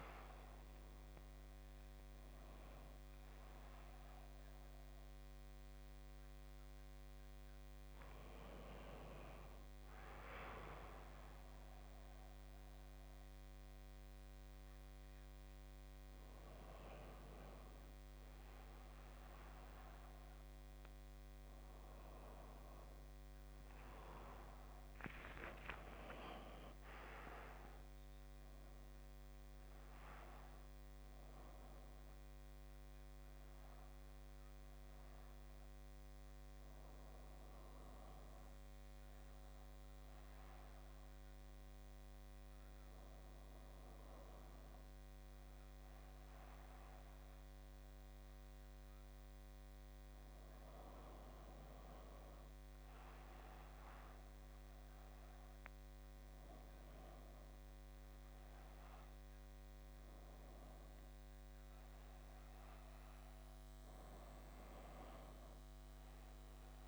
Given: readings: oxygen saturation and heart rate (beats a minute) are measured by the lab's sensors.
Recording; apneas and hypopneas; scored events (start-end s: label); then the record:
breathing in sleep by a microphone on the trachea; none
0.00-5.00 s: oxygen desaturation (device-marked, oxygen 92% lowest, heart rate 66 extreme)
42.00-66.87 s: new sleep stage, N2 (light sleep)
From the record:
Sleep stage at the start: N1 (lightest sleep); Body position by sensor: on the back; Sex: male